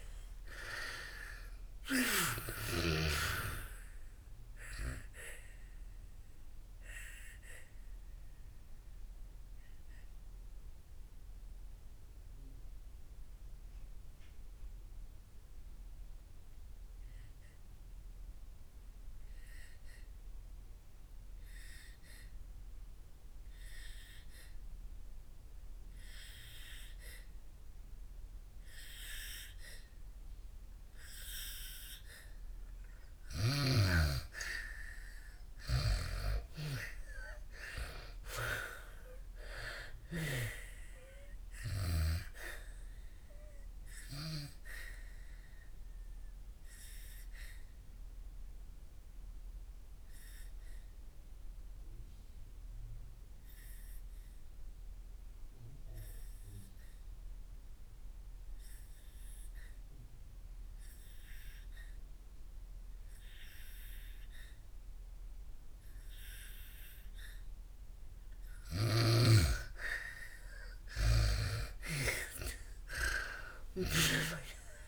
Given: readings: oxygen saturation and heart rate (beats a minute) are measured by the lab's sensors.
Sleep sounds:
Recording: breathing in sleep by a room microphone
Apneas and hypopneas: 2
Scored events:
0.00-2.00 s: arousal
0.00-3.00 s: snoring (device-marked)
0.00-29.00 s: oxygen desaturation (device-marked, oxygen 85% lowest, heart rate 56 extreme)
6.50-32.00 s: obstructive apnea (oxygen 99% before, 82% lowest, heart rate 68 before, 56 extreme, up 5 after)
31.00-65.00 s: oxygen desaturation (device-marked, oxygen 99% before, 84% lowest, heart rate 61 before, 57 extreme)
36.50-39.50 s: arousal
44.00-66.50 s: obstructive apnea (oxygen 99% before, 81% lowest, heart rate 65 before, 55 extreme, up 6 after)
67.00-74.88 s: oxygen desaturation (device-marked, oxygen 98% before, 81% lowest, heart rate 62 before, 55 extreme)
68.50-74.00 s: snoring (device-marked)
71.50-74.88 s: arousal
From the record:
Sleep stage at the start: N2 (light sleep)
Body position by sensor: on the back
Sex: female

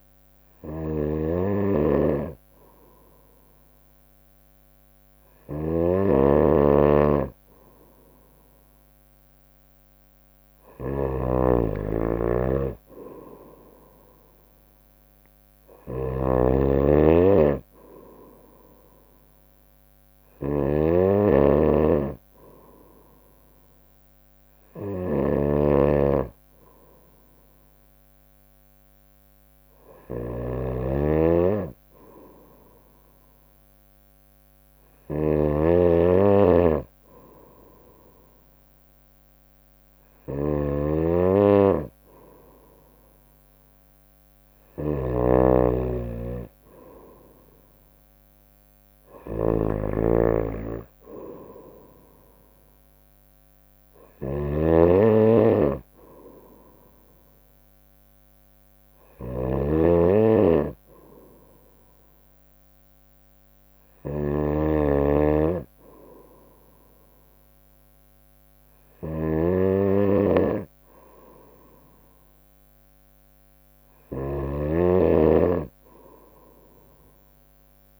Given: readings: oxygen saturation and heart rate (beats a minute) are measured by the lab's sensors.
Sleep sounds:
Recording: breathing in sleep by a microphone on the trachea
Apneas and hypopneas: none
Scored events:
0.00-78.00 s: snoring (device-marked)
From the record:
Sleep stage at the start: N2 (light sleep)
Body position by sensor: on the right side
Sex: female

